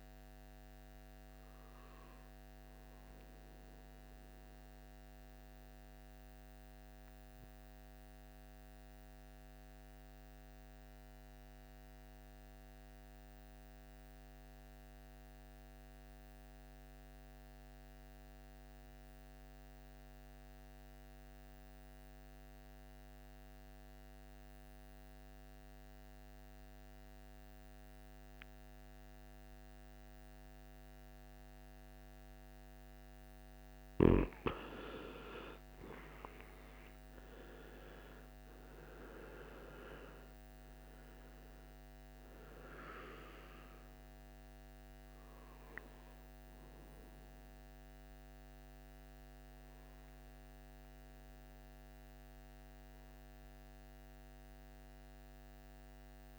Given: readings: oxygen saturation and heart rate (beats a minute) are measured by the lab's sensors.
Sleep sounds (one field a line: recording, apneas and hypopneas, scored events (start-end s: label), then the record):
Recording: breathing in sleep by a microphone on the trachea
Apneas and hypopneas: 1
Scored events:
0.00-12.00 s: oxygen desaturation (device-marked, oxygen 87% lowest, heart rate 54 extreme)
3.50-32.50 s: obstructive apnea (oxygen 98% before, 87% lowest, heart rate 68 before, 54 extreme, up 18 after)
29.00-56.39 s: oxygen desaturation (device-marked, oxygen 98% before, 88% lowest, heart rate 56 before, 55 extreme)
35.50-38.50 s: arousal
From the record:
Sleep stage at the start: N2 (light sleep)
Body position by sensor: on the right side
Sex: male